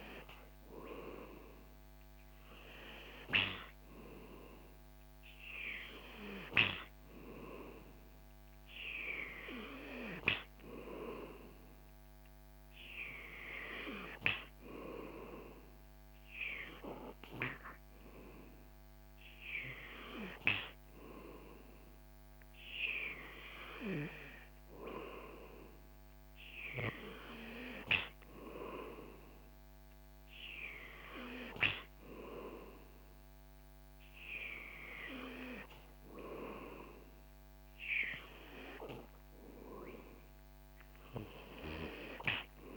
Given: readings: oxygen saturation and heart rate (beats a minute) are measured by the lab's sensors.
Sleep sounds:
breathing in sleep by a microphone on the trachea; none
none scored
From the record:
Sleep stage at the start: N2 (light sleep); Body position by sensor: on the back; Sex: male

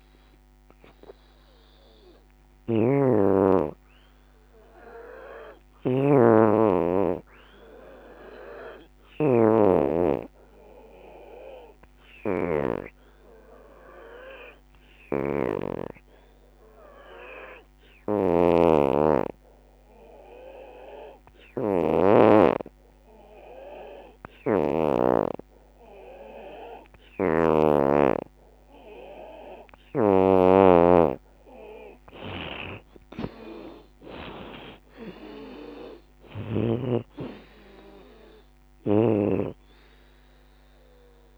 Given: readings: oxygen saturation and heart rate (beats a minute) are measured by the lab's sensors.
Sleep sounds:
breathing in sleep by a microphone on the trachea; 1
0.00-9.00 s: oxygen desaturation (device-marked, oxygen 83% lowest, heart rate 67 extreme)
5.00-30.00 s: obstructive apnea (oxygen 93% before, 83% lowest, heart rate 82 before, 67 extreme, up 26 after)
29.00-41.38 s: oxygen desaturation (device-marked, oxygen 89% before, 83% lowest, heart rate 76 before, 66 extreme)
33.00-37.50 s: arousal
From the record:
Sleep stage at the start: N2 (light sleep); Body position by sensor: on the back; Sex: female

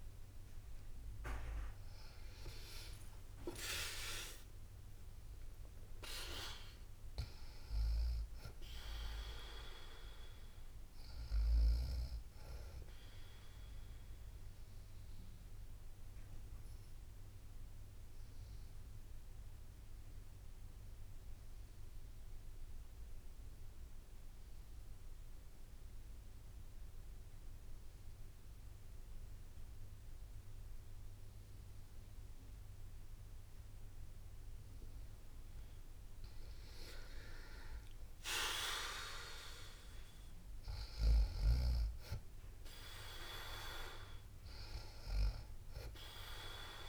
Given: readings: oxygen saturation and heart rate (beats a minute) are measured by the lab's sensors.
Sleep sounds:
breathing in sleep by a room microphone; 1
0.00-14.00 s: drop in pulse transit time (device-marked, heart rate 70 before, 61 extreme)
2.00-4.00 s: long interval between heartbeats (device-marked, heart rate 70 before, 71 extreme)
2.00-5.50 s: arousal
2.00-23.00 s: oxygen desaturation (device-marked, oxygen 97% before, 93% lowest, heart rate 70 before, 56 extreme)
13.00-34.00 s: obstructive apnea (oxygen 97% before, 91% lowest, heart rate 68 before, 56 extreme, up 3 after)
14.00-38.00 s: bradycardia (device-marked, heart rate 62 before, 56 extreme)
37.00-46.89 s: drop in pulse transit time (device-marked, heart rate 58 before, 57 extreme)
38.00-46.89 s: oxygen desaturation (device-marked, oxygen 97% before, 91% lowest, heart rate 58 before, 53 extreme)
38.50-41.50 s: arousal
From the record:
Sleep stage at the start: N2 (light sleep); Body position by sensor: on the right side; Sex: female

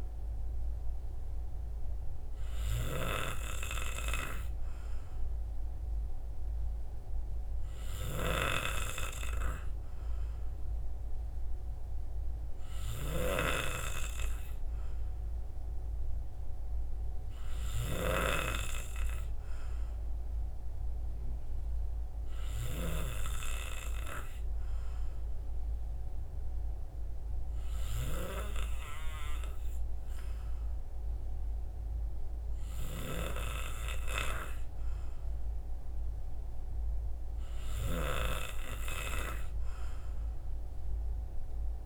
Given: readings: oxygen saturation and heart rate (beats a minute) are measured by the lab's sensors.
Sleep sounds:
breathing in sleep by a room microphone; none
none scored
From the record:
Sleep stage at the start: N3 (deep sleep); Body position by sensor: on the right side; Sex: male

